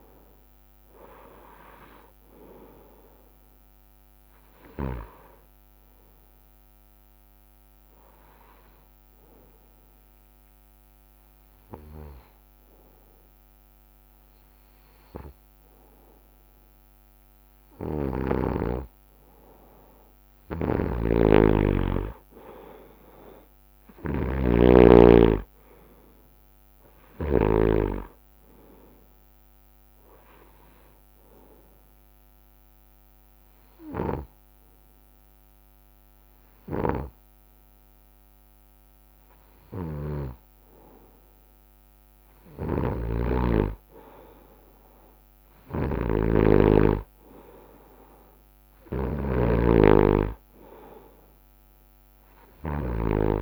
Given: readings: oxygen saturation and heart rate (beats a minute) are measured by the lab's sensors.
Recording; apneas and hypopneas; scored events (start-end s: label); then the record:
breathing in sleep by a microphone on the trachea; 2
7.50-17.50 s: obstructive apnea (oxygen 95% before, 90% lowest, heart rate 65 before, 61 extreme, up 2 after)
20.00-24.00 s: arousal
20.00-24.00 s: snoring (device-marked)
26.00-42.00 s: oxygen desaturation (device-marked, oxygen 95% before, 90% lowest, heart rate 62 before, 59 extreme)
29.00-38.00 s: drop in pulse transit time (device-marked, heart rate 63 before, 61 extreme)
29.50-31.50 s: long interval between heartbeats (device-marked, heart rate 63 before, 71 extreme)
30.50-40.50 s: hypopnea (oxygen 95% before, 90% lowest, heart rate 63 before, 59 extreme, up 0 after)
40.00-44.00 s: bradycardia (device-marked, heart rate 65 before, 59 extreme)
42.50-46.50 s: snoring (device-marked)
44.00-48.50 s: arousal
50.00-53.42 s: oxygen desaturation (device-marked, oxygen 95% before, 92% lowest, heart rate 63 before, 62 extreme)
From the record:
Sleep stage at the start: N2 (light sleep); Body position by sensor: on the right side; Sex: male